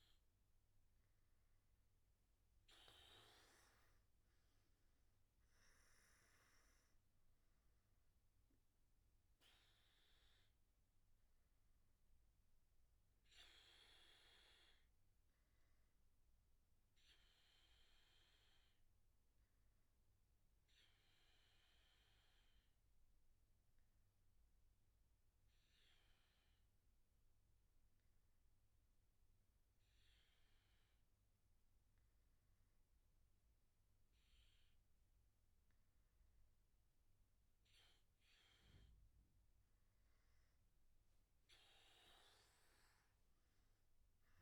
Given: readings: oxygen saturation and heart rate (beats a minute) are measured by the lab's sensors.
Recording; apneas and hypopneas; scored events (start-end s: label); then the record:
breathing in sleep, hard to hear, by a room microphone; none
none scored
From the record:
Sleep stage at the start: N1 (lightest sleep); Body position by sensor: on the back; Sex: male